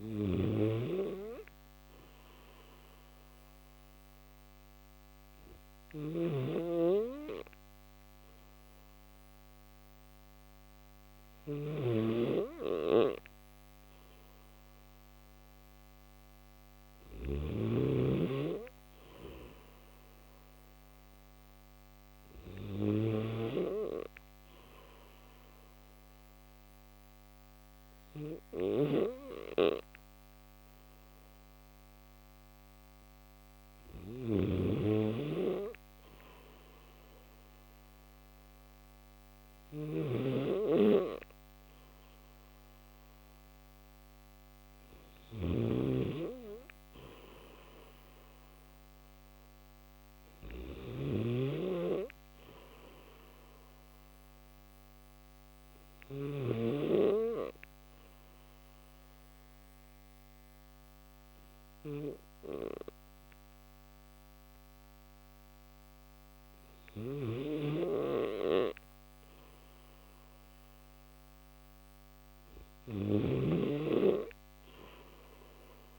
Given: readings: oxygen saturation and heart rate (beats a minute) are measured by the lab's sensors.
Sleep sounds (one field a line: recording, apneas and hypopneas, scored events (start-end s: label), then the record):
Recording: breathing in sleep by a microphone on the trachea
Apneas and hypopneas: 2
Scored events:
0.00-23.00 s: snoring (device-marked)
2.00-16.50 s: hypopnea (oxygen 94% before, 91% lowest, heart rate 75 before, 73 extreme, up 3 after)
33.50-56.00 s: snoring (device-marked)
55.50-70.50 s: obstructive apnea (oxygen 94% before, 91% lowest, heart rate 76 before, 73 extreme, up 2 after)
66.50-75.99 s: snoring (device-marked)
From the record:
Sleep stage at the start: N3 (deep sleep)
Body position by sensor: on the back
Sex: male